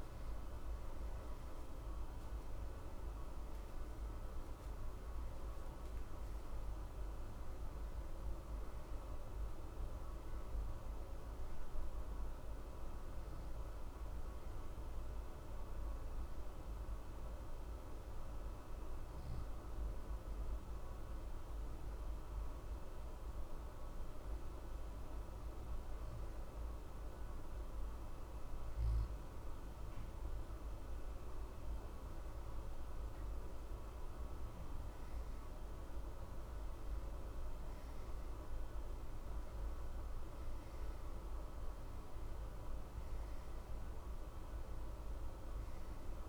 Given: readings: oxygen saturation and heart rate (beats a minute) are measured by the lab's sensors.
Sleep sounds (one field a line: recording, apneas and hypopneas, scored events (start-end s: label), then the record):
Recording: breathing in sleep, hard to hear, by a room microphone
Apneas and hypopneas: 1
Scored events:
0.00-8.00 s: oxygen desaturation (device-marked, oxygen 92% before, 89% lowest, heart rate 61 before, 61 extreme)
15.00-29.00 s: obstructive apnea (oxygen 92% before, 89% lowest, heart rate 61 before, 60 extreme, up 0 after)
31.50-36.00 s: arousal
From the record:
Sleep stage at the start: N1 (lightest sleep)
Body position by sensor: on the back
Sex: male